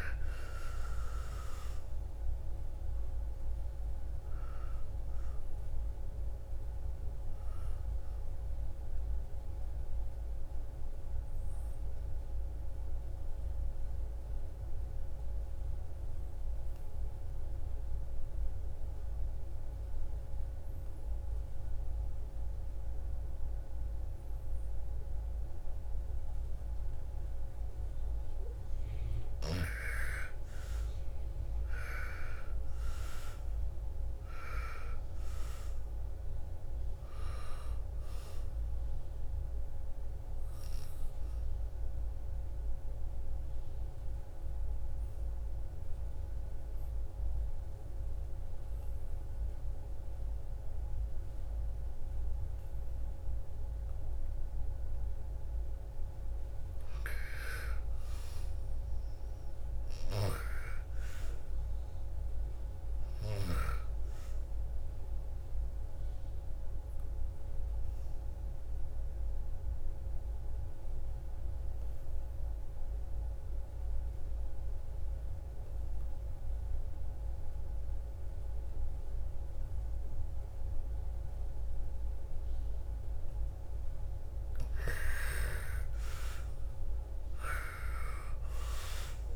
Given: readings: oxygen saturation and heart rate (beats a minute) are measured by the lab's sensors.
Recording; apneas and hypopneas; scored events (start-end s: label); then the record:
breathing in sleep by a room microphone; 3
0.00-1.00 s: arousal
0.00-23.50 s: oxygen desaturation (device-marked, oxygen 82% lowest, heart rate 55 extreme)
9.00-28.00 s: obstructive apnea (oxygen 98% before, 82% lowest, heart rate 61 before, 55 extreme, up 13 after)
29.50-32.50 s: arousal
33.50-50.50 s: oxygen desaturation (device-marked, oxygen 99% before, 86% lowest, heart rate 58 before, 56 extreme)
39.00-54.50 s: obstructive apnea (oxygen 99% before, 85% lowest, heart rate 61 before, 55 extreme, up 8 after)
55.50-59.50 s: arousal
60.50-73.50 s: oxygen desaturation (device-marked, oxygen 99% before, 91% lowest, heart rate 59 before, 53 extreme)
66.00-84.00 s: obstructive apnea (oxygen 99% before, 85% lowest, heart rate 60 before, 53 extreme, up 16 after)
84.50-89.36 s: oxygen desaturation (device-marked, oxygen 97% before, 85% lowest, heart rate 58 before, 56 extreme)
85.00-88.50 s: arousal
From the record:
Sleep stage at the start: N2 (light sleep); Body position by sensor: on the back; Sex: female